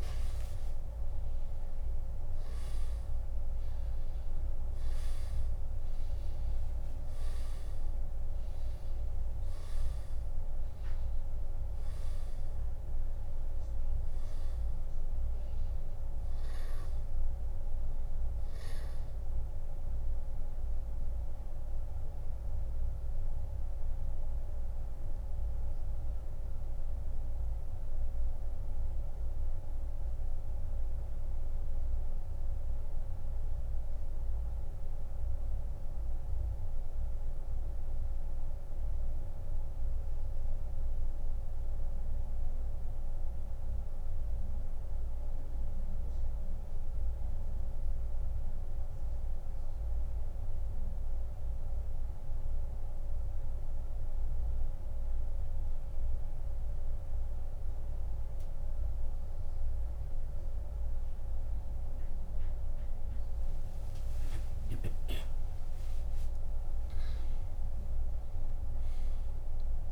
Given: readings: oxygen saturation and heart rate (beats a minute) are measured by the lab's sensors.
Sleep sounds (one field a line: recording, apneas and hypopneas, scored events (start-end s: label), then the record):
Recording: breathing in sleep, hard to hear, by a room microphone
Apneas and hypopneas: 1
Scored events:
0.00-1.00 s: arousal
15.50-24.50 s: oxygen desaturation (device-marked, oxygen 96% before, 93% lowest, heart rate 85 before, 69 extreme)
26.00-58.00 s: central apnea (oxygen 97% before, 87% lowest, heart rate 90 before, 69 extreme, up 23 after)
26.50-55.50 s: oxygen desaturation (device-marked, oxygen 95% before, 87% lowest, heart rate 90 before, 69 extreme)
64.50-69.92 s: arousal
From the record:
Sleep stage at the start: N2 (light sleep)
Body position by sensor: on the back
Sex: male